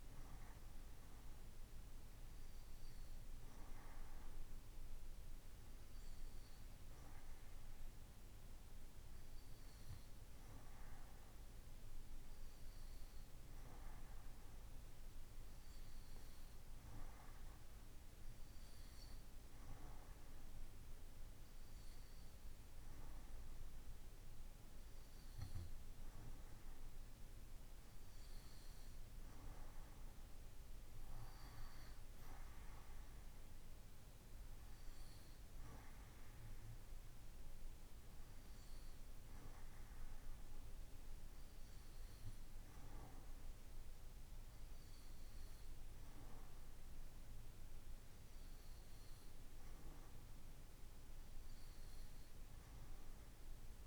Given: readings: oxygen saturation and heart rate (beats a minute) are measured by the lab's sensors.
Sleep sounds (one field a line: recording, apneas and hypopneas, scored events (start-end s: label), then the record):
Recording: breathing in sleep, hard to hear, by a room microphone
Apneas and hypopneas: none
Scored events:
none scored
From the record:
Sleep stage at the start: N2 (light sleep)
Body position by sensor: on the right side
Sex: male